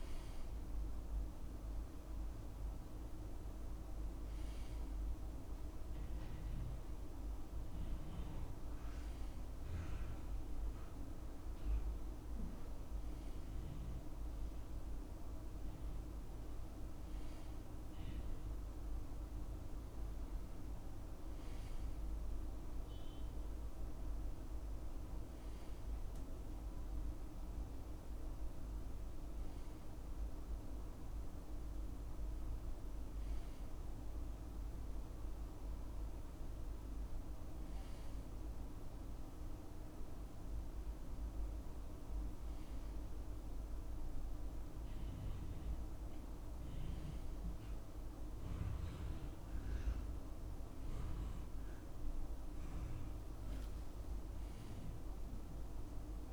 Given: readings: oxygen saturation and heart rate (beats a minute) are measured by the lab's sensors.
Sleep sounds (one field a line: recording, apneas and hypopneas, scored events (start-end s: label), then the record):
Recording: breathing in sleep, hard to hear, by a room microphone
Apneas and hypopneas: none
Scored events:
none scored
From the record:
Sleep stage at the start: N1 (lightest sleep)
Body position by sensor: on the right side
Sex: male